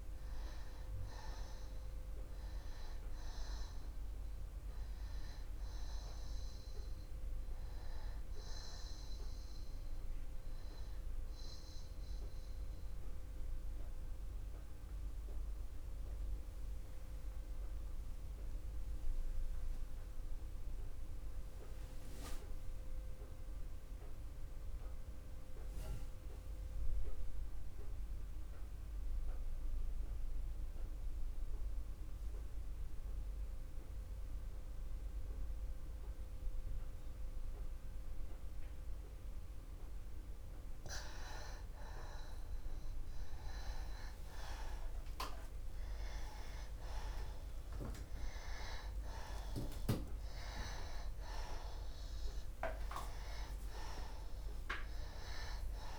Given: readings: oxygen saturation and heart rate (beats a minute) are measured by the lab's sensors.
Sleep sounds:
breathing in sleep by a room microphone; 1
0.00-27.00 s: oxygen desaturation (device-marked, oxygen 82% lowest, heart rate 61 extreme)
10.00-41.00 s: mixed apnea (oxygen 95% before, 81% lowest, heart rate 69 before, 61 extreme, up 27 after)
43.00-47.00 s: arousal
44.00-55.99 s: oxygen desaturation (device-marked, oxygen 97% before, 89% lowest, heart rate 70 before, 61 extreme)
From the record:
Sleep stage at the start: N2 (light sleep); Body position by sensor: on the back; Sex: male

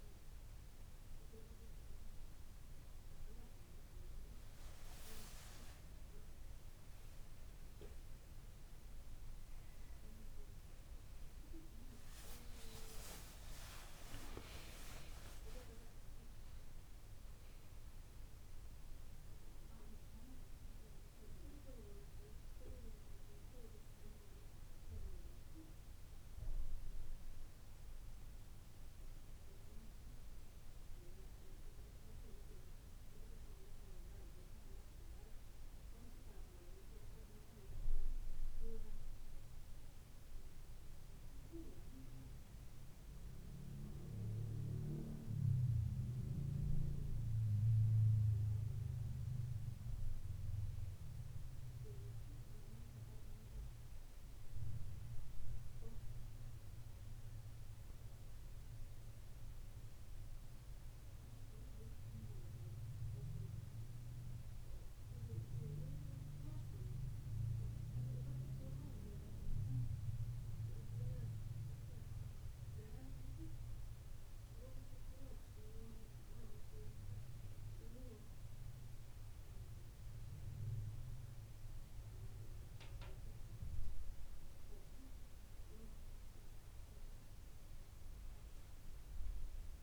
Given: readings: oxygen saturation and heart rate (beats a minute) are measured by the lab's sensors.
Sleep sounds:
a person partly awake in a sleep study, by a room microphone; none
0.50-30.50 s: new sleep stage, awake
13.50-15.50 s: long interval between heartbeats (device-marked, heart rate 66 before, 105 extreme)
30.50-89.83 s: new sleep stage, N2 (light sleep)
From the record:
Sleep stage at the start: N2 (light sleep); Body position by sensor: on the back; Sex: female

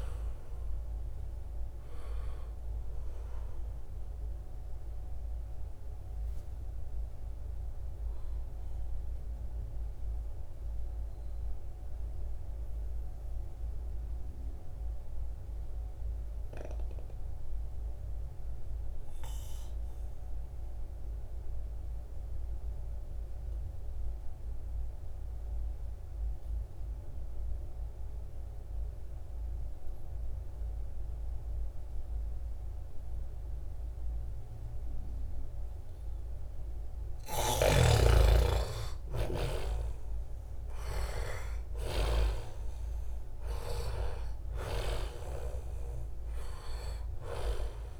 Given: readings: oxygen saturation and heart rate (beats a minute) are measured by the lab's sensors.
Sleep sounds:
breathing in sleep by a room microphone; 1
0.00-19.00 s: oxygen desaturation (device-marked, oxygen 85% lowest, heart rate 57 extreme)
4.50-36.00 s: obstructive apnea (oxygen 95% before, 85% lowest, heart rate 68 before, 64 extreme, up 5 after)
31.00-33.00 s: long interval between heartbeats (device-marked, heart rate 70 before, 68 extreme)
34.00-48.00 s: oxygen desaturation (device-marked, oxygen 97% before, 88% lowest, heart rate 69 before, 60 extreme)
36.50-41.50 s: snoring (device-marked)
38.00-43.00 s: arousal
From the record:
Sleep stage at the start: N2 (light sleep); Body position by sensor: on the back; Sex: male

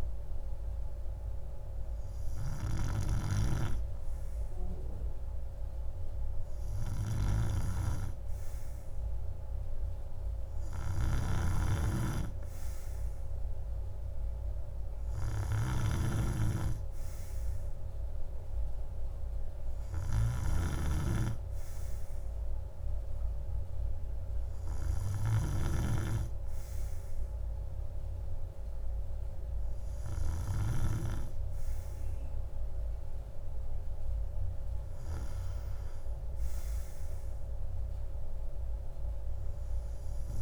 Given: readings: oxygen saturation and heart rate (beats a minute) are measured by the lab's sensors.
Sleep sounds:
breathing in sleep by a room microphone; none
none scored
From the record:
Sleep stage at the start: N2 (light sleep); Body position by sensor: on the right side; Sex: male

